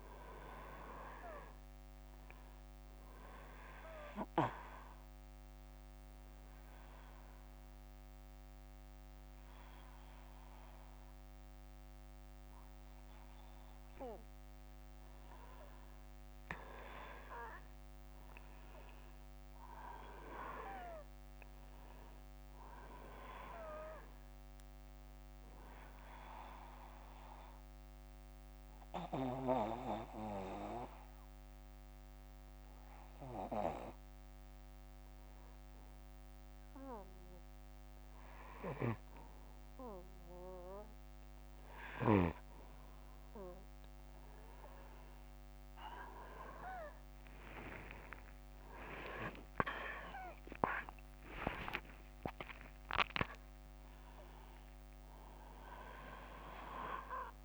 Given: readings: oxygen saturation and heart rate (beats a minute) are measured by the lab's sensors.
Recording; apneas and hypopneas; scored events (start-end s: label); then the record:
breathing in sleep by a microphone on the trachea; 2
0.00-14.50 s: oxygen desaturation (device-marked, oxygen 93% lowest)
4.00-14.50 s: obstructive apnea (oxygen 96% before, 93% lowest)
17.00-21.00 s: arousal
21.50-57.45 s: new sleep stage, N2 (light sleep)
25.50-39.00 s: obstructive apnea (oxygen 97% before, 93% lowest)
46.50-50.50 s: arousal
From the record:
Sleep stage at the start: N1 (lightest sleep); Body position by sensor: on the back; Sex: male